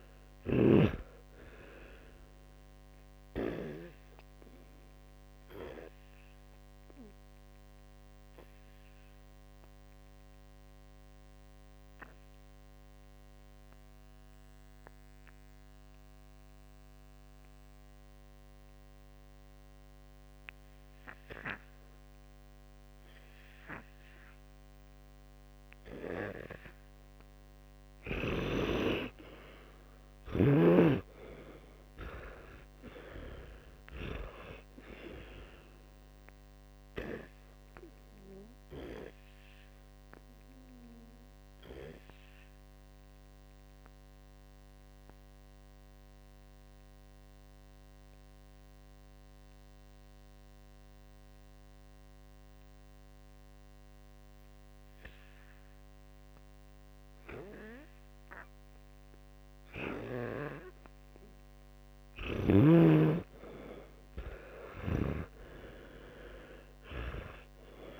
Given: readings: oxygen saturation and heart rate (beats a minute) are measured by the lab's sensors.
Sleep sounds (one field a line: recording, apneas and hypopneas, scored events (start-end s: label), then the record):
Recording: breathing in sleep by a microphone on the trachea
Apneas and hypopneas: 2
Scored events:
0.00-1.00 s: snoring (device-marked)
4.00-15.00 s: oxygen desaturation (device-marked, oxygen 99% before, 93% lowest, heart rate 68 before, 57 extreme)
9.50-28.00 s: obstructive apnea (oxygen 99% before, 89% lowest, heart rate 67 before, 55 extreme, up 20 after)
28.50-33.00 s: arousal
36.00-42.00 s: oxygen desaturation (device-marked, oxygen 99% before, 92% lowest, heart rate 62 before, 56 extreme)
43.00-60.00 s: obstructive apnea (oxygen 99% before, 89% lowest, heart rate 63 before, 55 extreme, up 13 after)
44.00-63.00 s: oxygen desaturation (device-marked, oxygen 96% before, 89% lowest, heart rate 63 before, 55 extreme)
64.00-68.00 s: arousal
64.50-68.00 s: snoring (device-marked)
From the record:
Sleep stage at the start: N2 (light sleep)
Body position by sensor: on the back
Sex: male